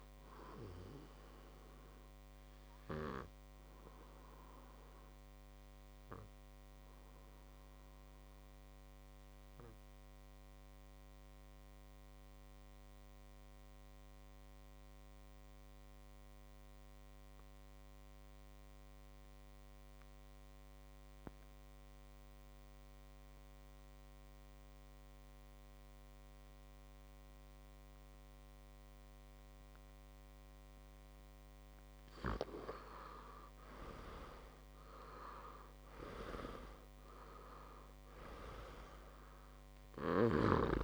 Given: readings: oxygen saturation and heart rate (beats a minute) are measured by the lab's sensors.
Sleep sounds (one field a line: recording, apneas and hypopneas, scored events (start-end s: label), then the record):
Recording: breathing in sleep by a microphone on the trachea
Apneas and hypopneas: 1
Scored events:
0.00-14.50 s: oxygen desaturation (device-marked, oxygen 89% lowest, heart rate 55 extreme)
4.00-31.50 s: obstructive apnea (oxygen 99% before, 88% lowest, heart rate 62 before, 56 extreme, up 8 after)
25.50-40.84 s: oxygen desaturation (device-marked, oxygen 99% before, 88% lowest, heart rate 59 before, 56 extreme)
33.50-38.00 s: arousal
From the record:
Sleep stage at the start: N2 (light sleep)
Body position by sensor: on the back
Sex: male